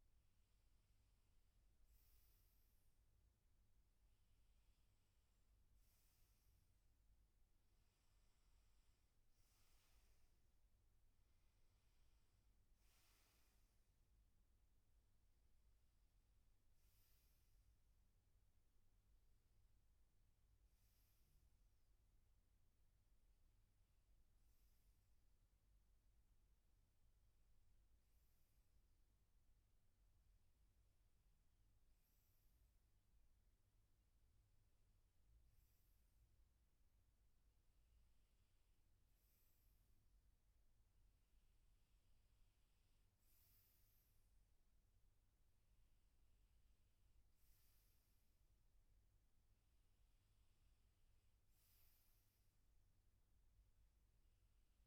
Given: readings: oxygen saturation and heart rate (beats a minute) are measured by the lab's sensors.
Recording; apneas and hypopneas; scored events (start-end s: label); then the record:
breathing in sleep, hard to hear, by a room microphone; none
none scored
From the record:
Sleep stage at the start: N1 (lightest sleep); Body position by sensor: on the back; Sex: male